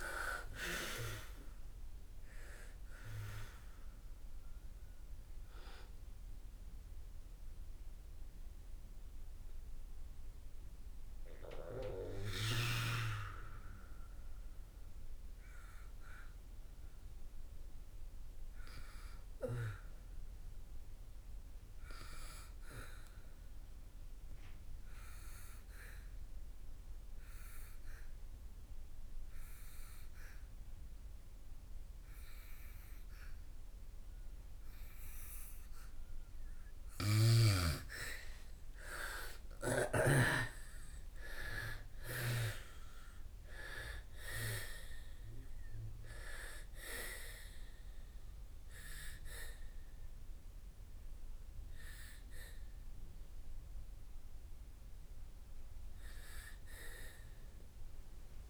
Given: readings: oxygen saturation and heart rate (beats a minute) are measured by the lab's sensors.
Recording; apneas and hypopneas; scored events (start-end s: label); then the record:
breathing in sleep by a room microphone; 1
5.00-24.00 s: oxygen desaturation (device-marked, oxygen 89% before, 77% lowest, heart rate 84 before, 27 extreme)
7.50-37.00 s: mixed apnea (oxygen 98% before, 77% lowest)
35.00-58.49 s: oxygen desaturation (device-marked, oxygen 100% before, 85% lowest)
38.00-42.50 s: arousal
From the record:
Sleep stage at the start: N2 (light sleep); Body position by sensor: on the back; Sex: female